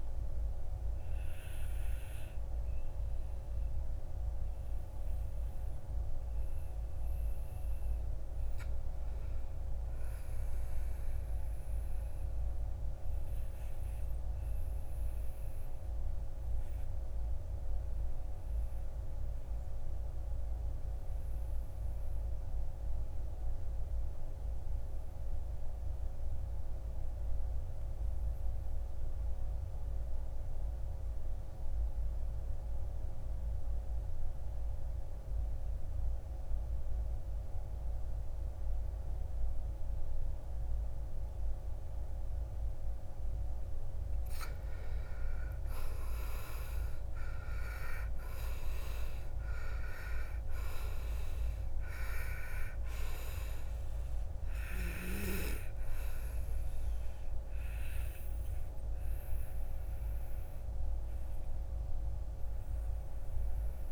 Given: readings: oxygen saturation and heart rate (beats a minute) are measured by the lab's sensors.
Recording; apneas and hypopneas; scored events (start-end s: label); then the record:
breathing in sleep by a room microphone; 1
0.00-3.50 s: oxygen desaturation (device-marked, oxygen 80% lowest, heart rate 45 extreme)
5.50-7.50 s: long interval between heartbeats (device-marked, heart rate 64 before, 55 extreme)
8.00-12.00 s: arousal
14.50-43.00 s: obstructive apnea (oxygen 99% before, 79% lowest, heart rate 56 before, 51 extreme, up 10 after)
24.50-63.92 s: oxygen desaturation (device-marked, oxygen 98% before, 79% lowest, heart rate 51 before, 52 extreme)
45.00-49.50 s: arousal
From the record:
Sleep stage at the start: N2 (light sleep); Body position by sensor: on the back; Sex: male